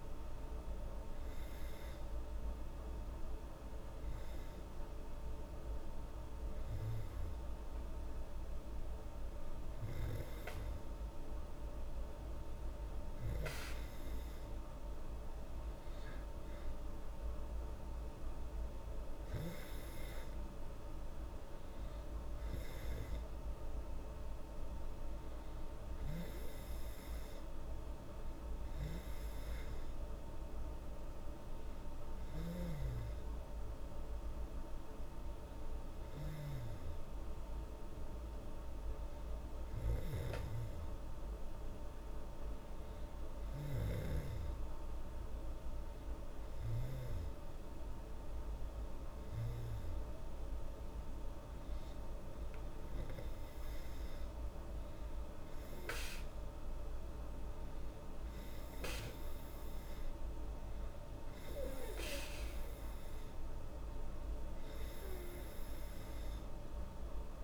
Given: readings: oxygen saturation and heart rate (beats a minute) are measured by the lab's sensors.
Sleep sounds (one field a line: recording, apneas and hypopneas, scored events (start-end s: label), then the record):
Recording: breathing in sleep, hard to hear, by a room microphone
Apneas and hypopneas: 1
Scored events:
1.50-13.00 s: hypopnea (oxygen 97% before, 95% lowest, heart rate 98 before, 77 extreme, up 23 after)
17.00-21.00 s: arousal
From the record:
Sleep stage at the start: N2 (light sleep)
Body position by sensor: on the back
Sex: female